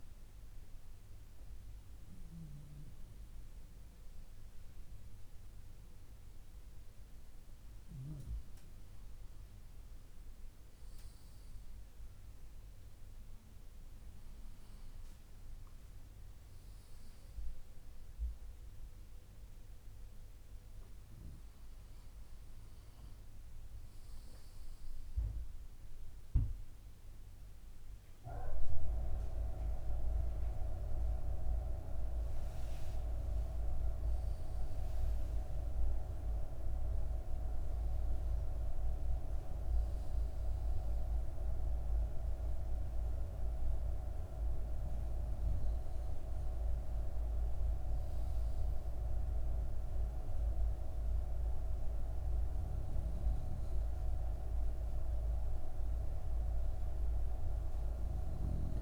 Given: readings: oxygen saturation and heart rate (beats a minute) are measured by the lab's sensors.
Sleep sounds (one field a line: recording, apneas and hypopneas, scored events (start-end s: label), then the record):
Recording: breathing in sleep by a room microphone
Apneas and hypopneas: none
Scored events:
30.00-35.00 s: arousal
From the record:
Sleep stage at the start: N2 (light sleep)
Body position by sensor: on the left side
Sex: male